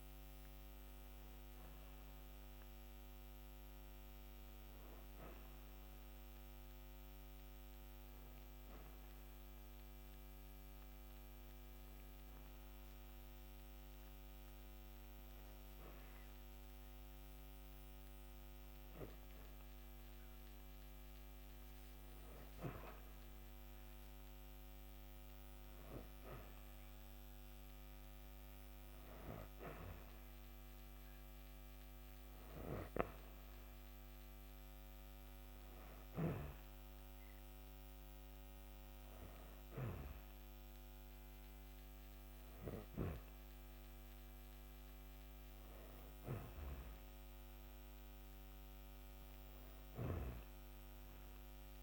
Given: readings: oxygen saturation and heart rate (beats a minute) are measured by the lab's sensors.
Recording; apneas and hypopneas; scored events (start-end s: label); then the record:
breathing in sleep by a microphone on the trachea; 1
0.00-11.00 s: oxygen desaturation (device-marked, oxygen 90% lowest, heart rate 45 extreme)
10.00-21.50 s: hypopnea (oxygen 94% before, 92% lowest, heart rate 52 before, 48 extreme, up 7 after)
25.50-29.50 s: arousal
From the record:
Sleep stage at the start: N2 (light sleep); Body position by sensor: on the back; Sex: female